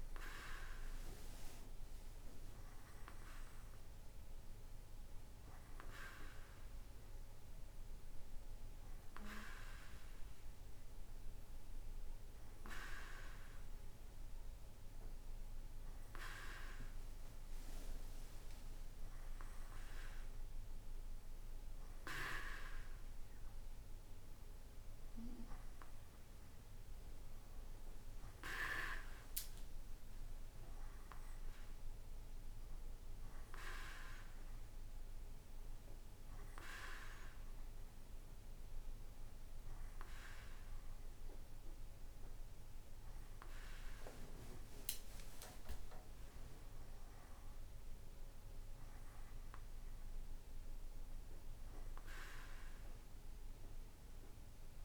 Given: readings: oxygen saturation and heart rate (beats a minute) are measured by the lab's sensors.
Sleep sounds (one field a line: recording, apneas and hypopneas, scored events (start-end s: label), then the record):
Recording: breathing in sleep by a room microphone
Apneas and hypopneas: none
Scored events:
none scored
From the record:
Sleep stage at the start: N2 (light sleep)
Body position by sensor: on the right side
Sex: male